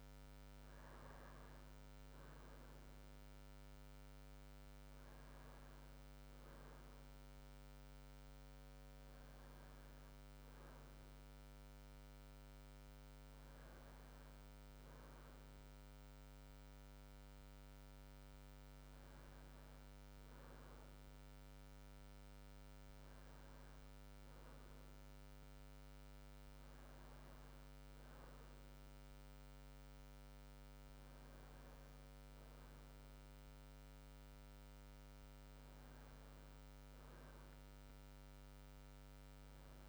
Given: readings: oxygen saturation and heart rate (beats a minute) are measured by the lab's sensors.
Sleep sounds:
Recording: a person awake in a sleep study, hard to hear, by a microphone on the trachea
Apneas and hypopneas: none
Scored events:
none scored
From the record:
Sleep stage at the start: awake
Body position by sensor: on the right side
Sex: male

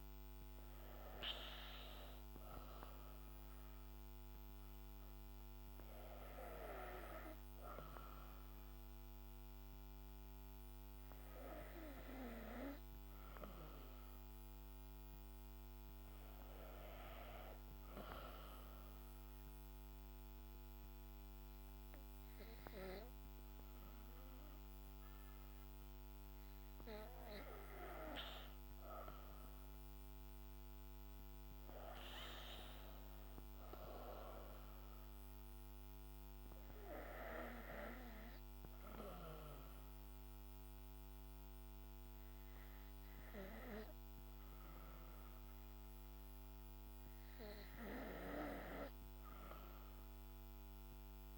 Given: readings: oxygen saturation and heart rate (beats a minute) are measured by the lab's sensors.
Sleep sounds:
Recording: breathing in sleep by a microphone on the trachea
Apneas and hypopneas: 1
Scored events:
0.00-1.00 s: arousal
0.00-7.00 s: oxygen desaturation (device-marked, oxygen 94% lowest, heart rate 66 extreme)
17.50-28.50 s: obstructive apnea (oxygen 97% before, 90% lowest, heart rate 68 before, 64 extreme, up 3 after)
30.00-32.50 s: arousal
38.00-50.00 s: oxygen desaturation (device-marked, oxygen 95% before, 91% lowest, heart rate 67 before, 61 extreme)
From the record:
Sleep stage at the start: N2 (light sleep)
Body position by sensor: on the back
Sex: female

